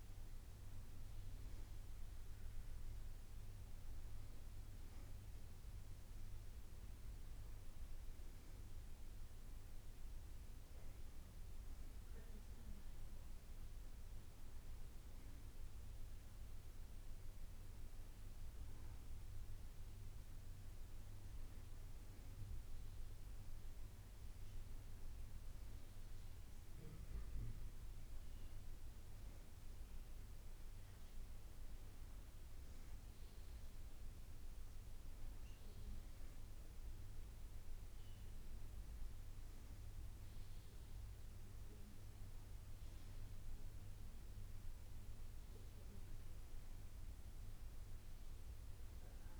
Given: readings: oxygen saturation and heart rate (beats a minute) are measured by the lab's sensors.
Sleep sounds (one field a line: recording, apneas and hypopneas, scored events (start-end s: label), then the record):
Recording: breathing in sleep, hard to hear, by a room microphone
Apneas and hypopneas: none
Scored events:
none scored
From the record:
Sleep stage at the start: N2 (light sleep)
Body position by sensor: on the back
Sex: female